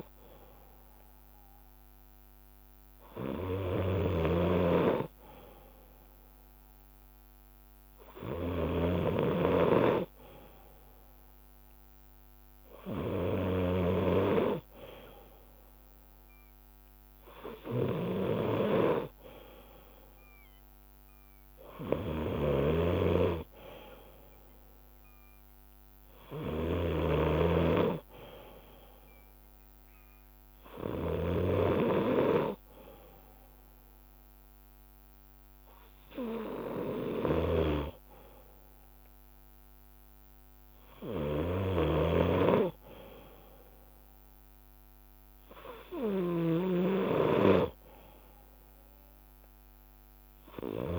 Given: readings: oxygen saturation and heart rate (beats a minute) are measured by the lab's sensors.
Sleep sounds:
breathing in sleep by a microphone on the trachea; none
0.00-5.00 s: leg movement (device-marked)
3.00-6.00 s: bradycardia (device-marked, heart rate 60 before, 60 extreme)
7.00-11.00 s: leg movement (device-marked)
12.50-18.00 s: leg movement (device-marked)
18.50-24.00 s: leg movement (device-marked)
22.50-27.00 s: snoring (device-marked)
26.00-32.50 s: leg movement (device-marked)
36.50-41.50 s: leg movement (device-marked)
43.50-50.99 s: leg movement (device-marked)
From the record:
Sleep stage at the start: N2 (light sleep); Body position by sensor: on the left side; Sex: male

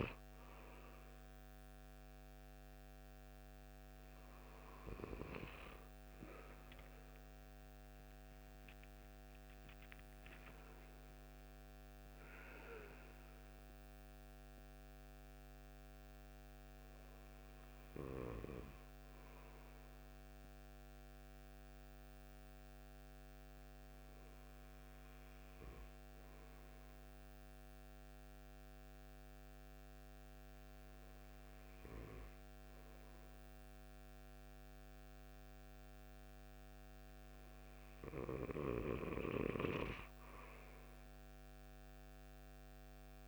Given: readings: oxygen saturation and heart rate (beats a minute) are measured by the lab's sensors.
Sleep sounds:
breathing in sleep by a microphone on the trachea; none
none scored
From the record:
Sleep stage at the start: N2 (light sleep); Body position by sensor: on the right side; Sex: male

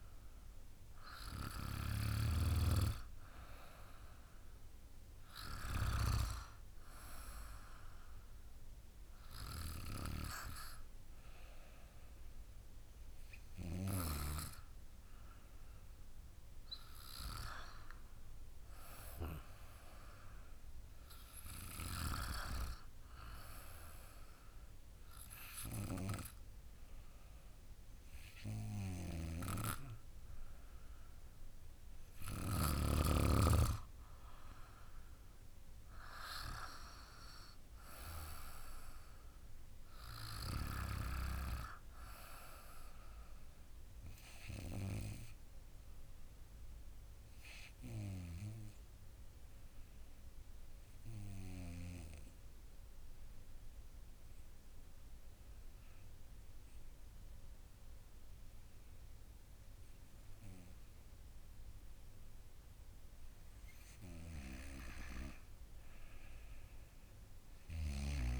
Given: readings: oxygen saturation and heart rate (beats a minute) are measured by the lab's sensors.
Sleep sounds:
breathing in sleep by a room microphone; 1
45.00-64.00 s: obstructive apnea (oxygen 96% before, 89% lowest, heart rate 54 before, 50 extreme, up 4 after)
66.50-68.40 s: arousal
From the record:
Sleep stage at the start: N2 (light sleep); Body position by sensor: on the back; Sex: female

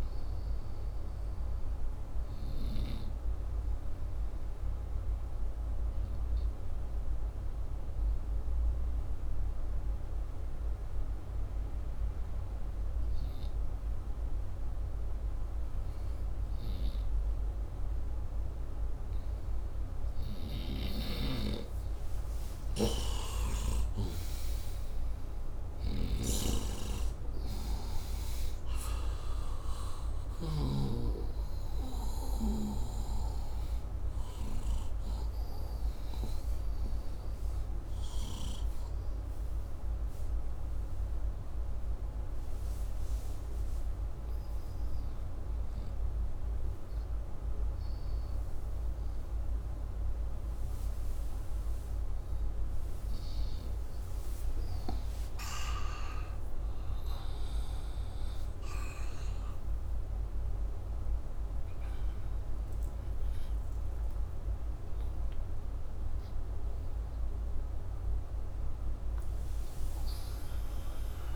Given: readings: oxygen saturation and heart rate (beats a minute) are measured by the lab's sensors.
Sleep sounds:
a person awake in a sleep study, by a room microphone; 1
5.50-19.00 s: hypopnea (oxygen 97% before, 90% lowest, heart rate 68 before, 63 extreme, up 16 after)
20.00-55.00 s: oxygen desaturation (device-marked, oxygen 98% before, 90% lowest, heart rate 65 before, 71 extreme)
20.50-30.50 s: snoring (device-marked)
34.00-71.36 s: new sleep stage, awake
From the record:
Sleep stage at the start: N2 (light sleep); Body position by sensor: upright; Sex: male

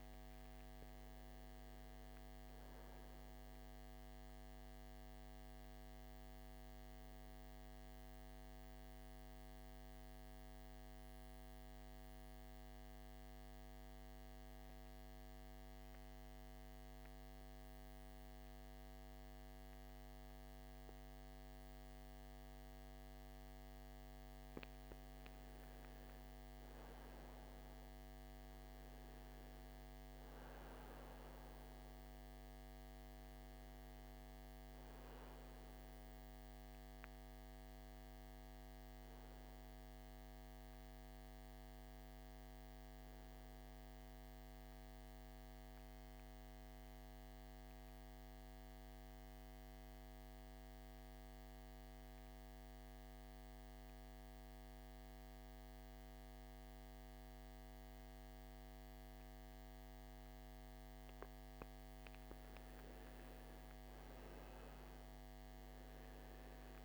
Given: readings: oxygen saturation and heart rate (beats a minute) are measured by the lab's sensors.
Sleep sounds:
breathing in sleep, hard to hear, by a microphone on the trachea; 2
15.00-25.00 s: central apnea (oxygen 98% before, 86% lowest, heart rate 59 before, 56 extreme, up 9 after)
15.00-66.85 s: new sleep stage, N2 (light sleep)
27.50-32.00 s: arousal
30.00-48.00 s: oxygen desaturation (device-marked, oxygen 96% before, 91% lowest, heart rate 58 before, 58 extreme)
45.00-61.00 s: mixed apnea (oxygen 97% before, 85% lowest, heart rate 62 before, 56 extreme, up 11 after)
62.50-66.00 s: arousal
65.00-66.85 s: oxygen desaturation (device-marked, oxygen 97% before, 86% lowest, heart rate 59 before, 56 extreme)
From the record:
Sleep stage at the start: N1 (lightest sleep); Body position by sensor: on the back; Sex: male

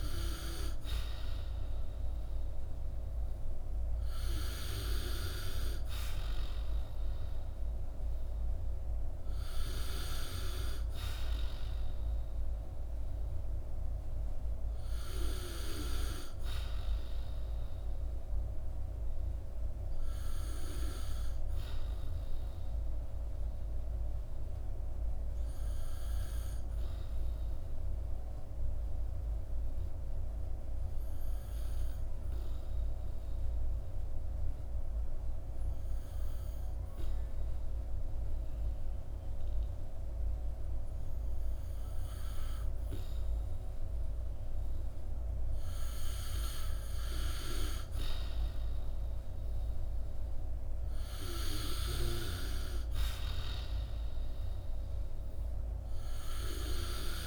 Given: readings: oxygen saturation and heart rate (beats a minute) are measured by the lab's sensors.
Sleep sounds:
breathing in sleep by a room microphone; 1
23.50-45.50 s: obstructive apnea (oxygen 95% before, 92% lowest, heart rate 60 before, 54 extreme, up 9 after)
48.00-52.50 s: arousal
From the record:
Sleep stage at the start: N2 (light sleep); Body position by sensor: on the back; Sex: male

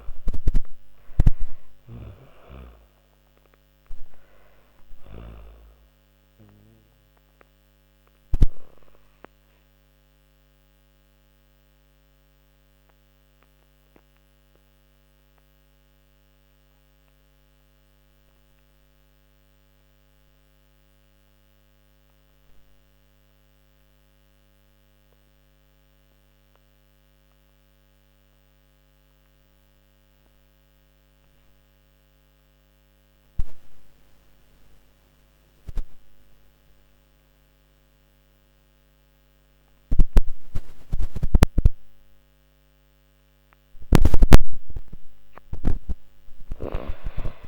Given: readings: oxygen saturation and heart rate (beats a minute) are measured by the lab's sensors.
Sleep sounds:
breathing in sleep by a microphone on the trachea; 1
0.00-18.00 s: oxygen desaturation (device-marked, oxygen 76% lowest)
4.00-43.00 s: obstructive apnea (oxygen 97% before, 76% lowest)
37.00-47.48 s: oxygen desaturation (device-marked, oxygen 99% before, 79% lowest)
45.00-47.48 s: snoring (device-marked)
From the record:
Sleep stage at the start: N2 (light sleep); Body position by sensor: on the back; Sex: female

